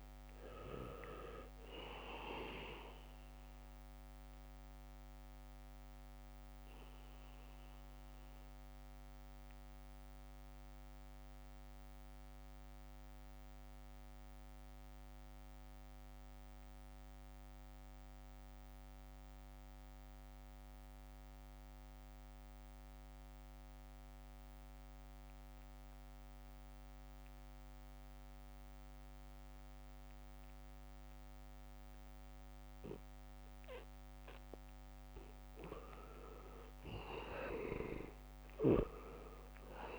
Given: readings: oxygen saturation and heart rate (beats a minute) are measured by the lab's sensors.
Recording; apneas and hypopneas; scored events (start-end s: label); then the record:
breathing in sleep by a microphone on the trachea; 1
0.00-1.00 s: leg movement (device-marked)
0.00-21.00 s: oxygen desaturation (device-marked, oxygen 83% lowest, heart rate 63 extreme)
6.00-35.00 s: mixed apnea (oxygen 99% before, 79% lowest, heart rate 69 before, 63 extreme, up 0 after)
28.00-39.99 s: oxygen desaturation (device-marked, oxygen 98% before, 79% lowest, heart rate 67 before, 62 extreme)
36.50-39.99 s: arousal
From the record:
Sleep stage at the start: N2 (light sleep); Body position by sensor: on the back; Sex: male